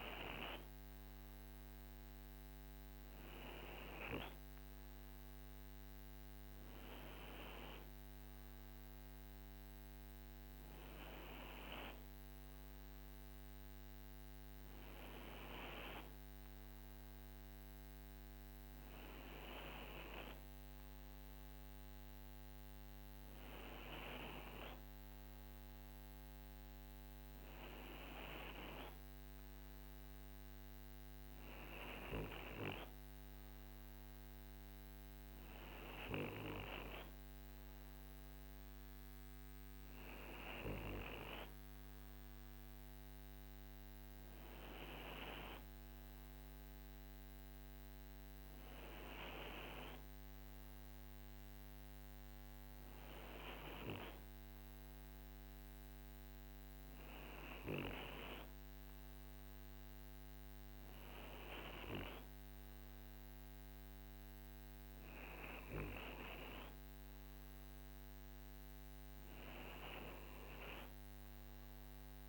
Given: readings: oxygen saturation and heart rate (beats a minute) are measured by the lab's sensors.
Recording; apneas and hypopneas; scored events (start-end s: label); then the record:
breathing in sleep by a microphone on the trachea; none
none scored
From the record:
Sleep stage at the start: N2 (light sleep); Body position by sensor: on the right side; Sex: male